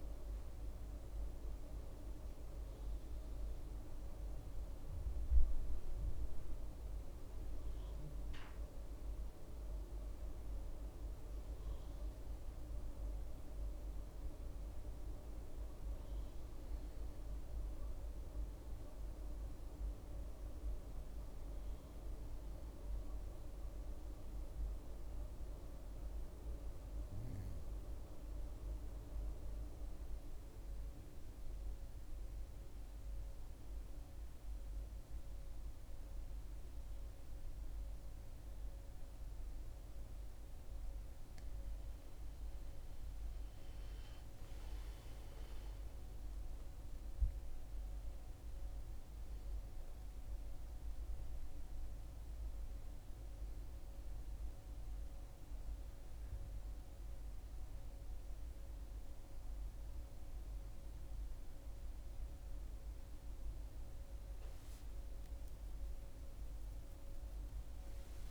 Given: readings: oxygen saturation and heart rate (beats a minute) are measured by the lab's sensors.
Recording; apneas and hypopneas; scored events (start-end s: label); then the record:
breathing in sleep, hard to hear, by a room microphone; 1
30.00-41.00 s: mixed apnea (oxygen 98% before, 93% lowest, heart rate 62 before, 61 extreme, up 9 after)
40.50-53.50 s: oxygen desaturation (device-marked, oxygen 98% before, 93% lowest, heart rate 60 before, 64 extreme)
43.00-47.50 s: arousal
56.50-68.31 s: new sleep stage, awake
From the record:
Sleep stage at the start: N2 (light sleep); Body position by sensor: on the back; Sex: female